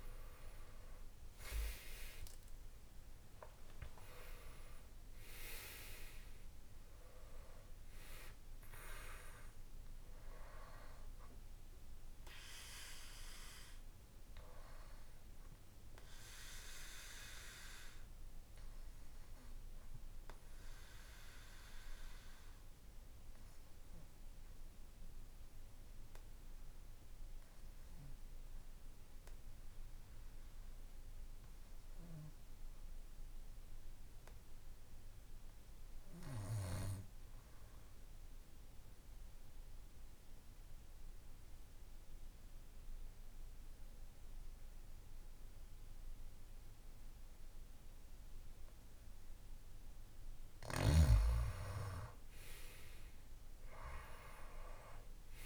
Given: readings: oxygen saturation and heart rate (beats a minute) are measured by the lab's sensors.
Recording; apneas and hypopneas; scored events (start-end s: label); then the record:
breathing in sleep by a room microphone; 1
0.00-4.50 s: arousal
7.00-31.00 s: oxygen desaturation (device-marked, oxygen 98% before, 90% lowest, heart rate 60 before, 54 extreme)
15.00-49.00 s: obstructive apnea (oxygen 98% before, 89% lowest, heart rate 63 before, 55 extreme, up 5 after)
51.00-55.46 s: arousal
52.00-55.46 s: oxygen desaturation (device-marked, oxygen 97% before, 89% lowest, heart rate 58 before, 55 extreme)
From the record:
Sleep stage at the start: N2 (light sleep); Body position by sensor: on the back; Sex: male